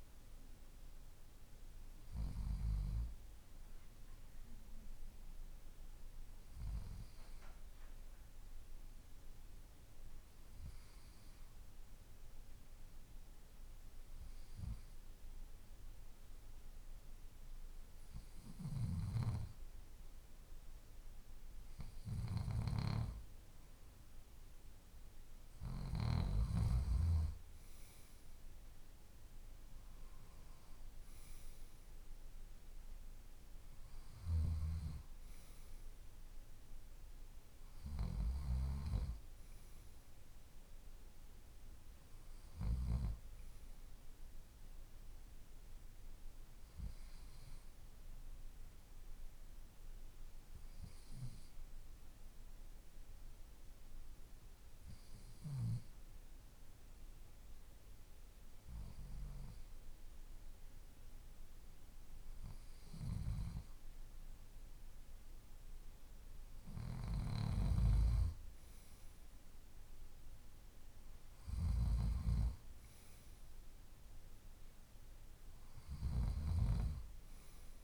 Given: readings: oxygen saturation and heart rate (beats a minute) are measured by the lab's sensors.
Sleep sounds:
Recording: breathing in sleep by a room microphone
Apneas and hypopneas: 2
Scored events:
7.50-23.50 s: hypopnea (oxygen 95% before, 93% lowest, heart rate 53 before, 51 extreme, up 3 after)
25.50-30.00 s: arousal
48.50-64.00 s: hypopnea (oxygen 95% before, 93% lowest, heart rate 52 before, 51 extreme, up 2 after)
65.50-69.50 s: arousal
From the record:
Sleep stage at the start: N2 (light sleep)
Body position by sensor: on the left side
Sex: male

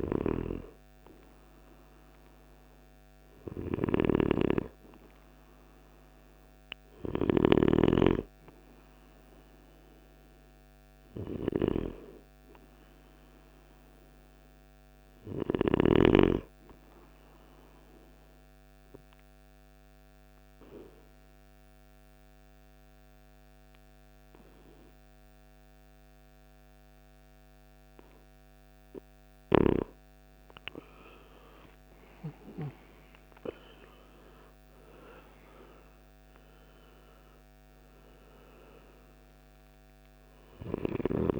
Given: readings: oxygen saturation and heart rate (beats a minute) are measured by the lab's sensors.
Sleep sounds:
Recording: breathing in sleep by a microphone on the trachea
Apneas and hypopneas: 1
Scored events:
12.50-16.50 s: arousal
19.00-29.00 s: obstructive apnea (oxygen 97% before, 90% lowest, heart rate 62 before, 55 extreme, up 21 after)
30.50-35.00 s: arousal
From the record:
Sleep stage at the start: N2 (light sleep)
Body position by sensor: on the right side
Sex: male

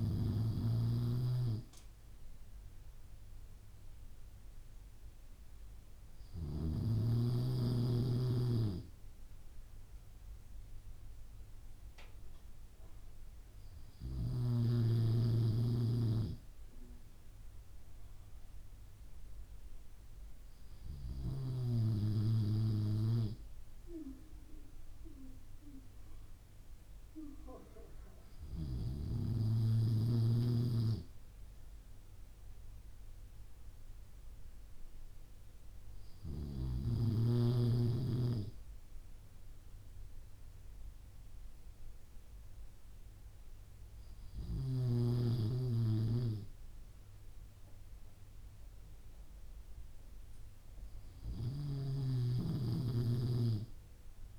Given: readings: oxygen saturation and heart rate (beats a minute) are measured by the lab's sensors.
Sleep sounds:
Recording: breathing in sleep by a room microphone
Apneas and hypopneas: none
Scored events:
none scored
From the record:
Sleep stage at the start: N3 (deep sleep)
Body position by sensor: on the back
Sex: male

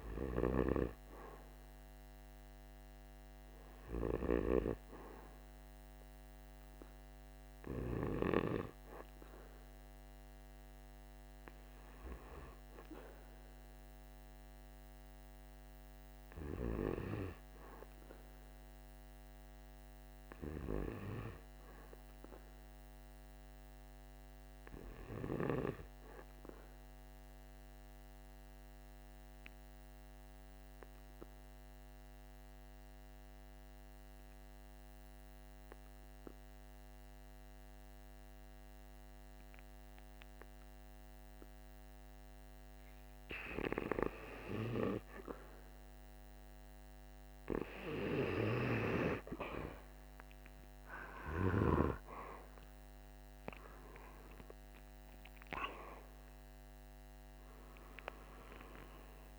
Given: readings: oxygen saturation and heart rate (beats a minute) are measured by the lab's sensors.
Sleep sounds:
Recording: breathing in sleep by a microphone on the trachea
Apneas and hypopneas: 1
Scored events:
25.50-42.00 s: obstructive apnea (oxygen 98% before, 91% lowest, heart rate 46 before, 44 extreme, up 0 after)
45.00-50.50 s: arousal
49.00-59.38 s: oxygen desaturation (device-marked, oxygen 96% before, 91% lowest, heart rate 45 before, 47 extreme)
From the record:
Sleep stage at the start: N2 (light sleep)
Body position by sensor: on the back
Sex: male

